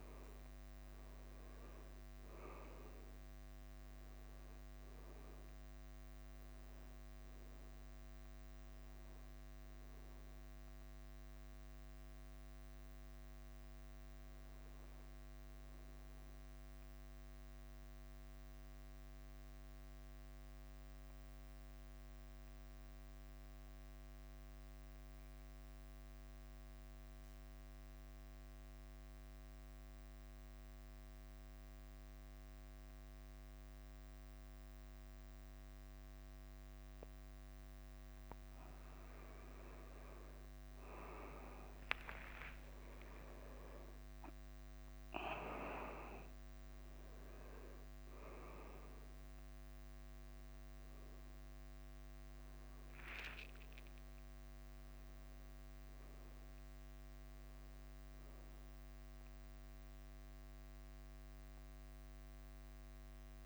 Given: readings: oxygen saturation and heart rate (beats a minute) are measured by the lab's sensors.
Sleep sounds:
breathing in sleep by a microphone on the trachea; 1
0.00-63.46 s: bradycardia (device-marked, heart rate 35 extreme)
14.00-16.50 s: arousal
18.00-38.00 s: mixed apnea (oxygen 99% before, 94% lowest, heart rate 52 before, 43 extreme, up 9 after)
40.00-44.00 s: arousal
44.00-46.00 s: long interval between heartbeats (device-marked, heart rate 48 before, 56 extreme)
60.50-63.46 s: oxygen desaturation (device-marked, oxygen 97% before, 94% lowest, heart rate 53 before, 49 extreme)
From the record:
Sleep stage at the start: N2 (light sleep); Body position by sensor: on the back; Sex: male

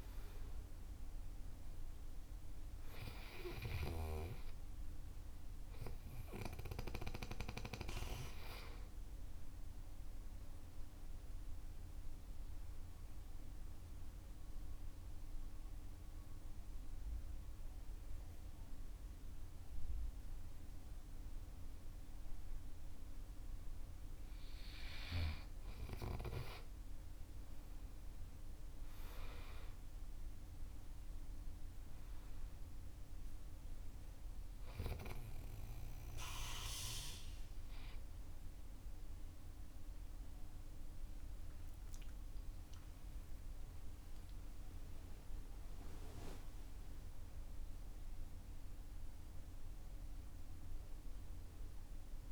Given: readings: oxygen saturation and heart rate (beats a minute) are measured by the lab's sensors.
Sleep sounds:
breathing in sleep by a room microphone; 1
0.00-1.50 s: arousal
0.00-4.50 s: oxygen desaturation (device-marked, oxygen 90% lowest, heart rate 47 extreme)
12.00-24.50 s: central apnea (oxygen 98% before, 94% lowest, heart rate 54 before, 47 extreme, up 16 after)
27.50-31.50 s: arousal
46.00-50.00 s: arousal
From the record:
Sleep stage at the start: N2 (light sleep); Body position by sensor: on the back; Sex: male

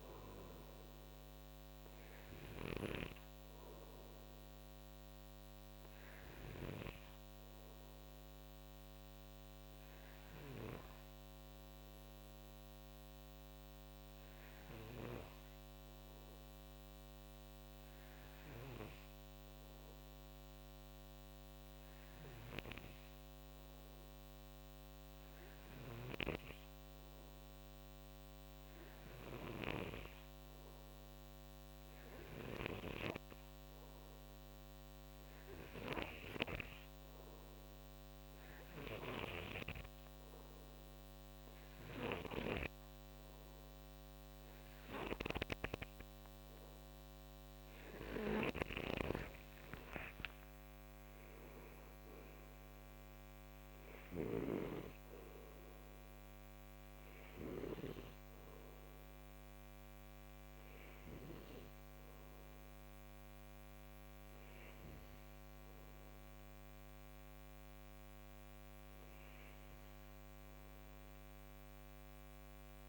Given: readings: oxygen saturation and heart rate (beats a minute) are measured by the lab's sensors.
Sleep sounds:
breathing in sleep by a microphone on the trachea; 1
0.00-2.50 s: snoring (device-marked)
0.00-8.00 s: oxygen desaturation (device-marked, oxygen 91% lowest, heart rate 53 extreme)
6.50-46.00 s: hypopnea (oxygen 96% before, 91% lowest, heart rate 63 before, 51 extreme, up 7 after)
25.00-36.00 s: snoring (device-marked)
35.00-59.00 s: oxygen desaturation (device-marked, oxygen 96% before, 91% lowest, heart rate 61 before, 51 extreme)
44.50-57.00 s: snoring (device-marked)
48.50-54.00 s: arousal
From the record:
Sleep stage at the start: N2 (light sleep); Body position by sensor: on the right side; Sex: male

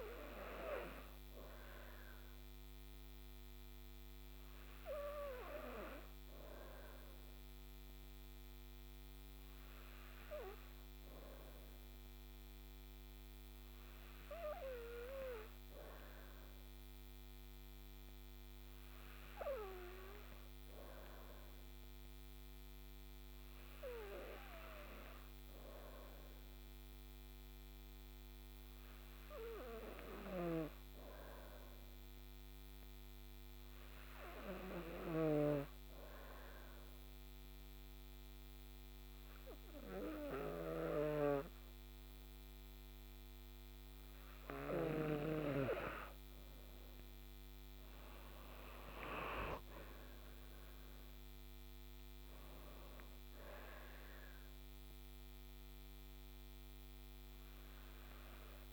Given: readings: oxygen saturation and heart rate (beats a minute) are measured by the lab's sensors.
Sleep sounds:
breathing in sleep by a microphone on the trachea; 1
0.00-18.00 s: oxygen desaturation (device-marked, oxygen 93% lowest, heart rate 27 extreme)
4.00-40.00 s: hypopnea (oxygen 97% before, 93% lowest, heart rate 75 before, 27 extreme)
30.50-35.50 s: snoring (device-marked)
48.50-52.50 s: arousal
From the record:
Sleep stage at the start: N2 (light sleep); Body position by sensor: on the back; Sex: female

